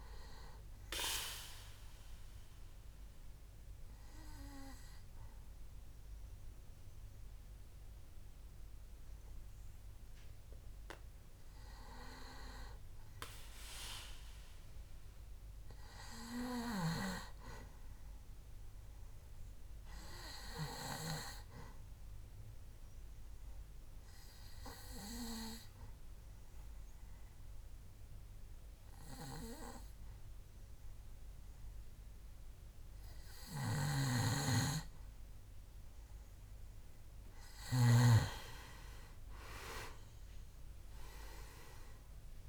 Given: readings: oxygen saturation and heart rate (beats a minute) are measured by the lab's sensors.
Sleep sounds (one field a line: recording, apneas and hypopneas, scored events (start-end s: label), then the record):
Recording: breathing in sleep by a room microphone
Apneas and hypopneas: 2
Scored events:
0.00-6.50 s: oxygen desaturation (device-marked, oxygen 92% lowest, heart rate 62 extreme)
0.50-11.00 s: obstructive apnea (oxygen 97% before, 88% lowest, heart rate 69 before, 62 extreme, up 6 after)
12.00-15.00 s: arousal
22.00-37.00 s: obstructive apnea (oxygen 98% before, 88% lowest, heart rate 65 before, 66 extreme, up 7 after)
38.50-42.49 s: oxygen desaturation (device-marked, oxygen 95% before, 88% lowest, heart rate 67 before, 64 extreme)
From the record:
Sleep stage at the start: N2 (light sleep)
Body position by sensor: on the back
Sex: male